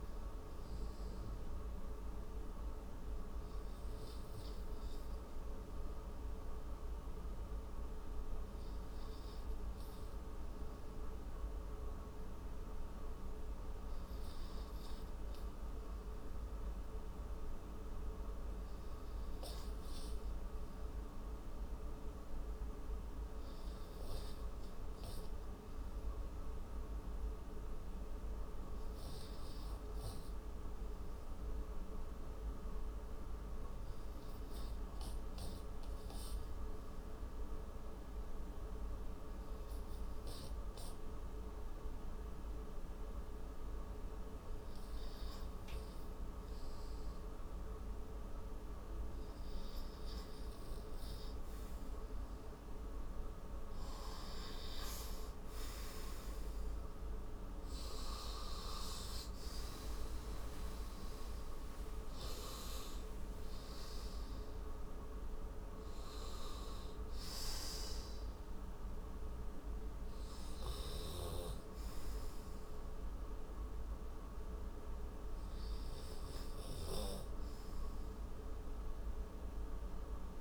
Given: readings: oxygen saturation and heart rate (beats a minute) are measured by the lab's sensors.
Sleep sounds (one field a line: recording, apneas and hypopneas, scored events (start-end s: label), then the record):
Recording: breathing in sleep, hard to hear, by a room microphone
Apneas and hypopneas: 1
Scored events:
23.50-45.00 s: hypopnea (oxygen 96% before, 89% lowest)
32.00-47.00 s: oxygen desaturation (device-marked, oxygen 96% before, 92% lowest)
38.00-80.41 s: new sleep stage, N2 (light sleep)
49.00-69.00 s: oxygen desaturation (device-marked, oxygen 93% before, 89% lowest)
52.00-57.50 s: arousal
From the record:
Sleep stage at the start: REM sleep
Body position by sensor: on the right side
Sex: male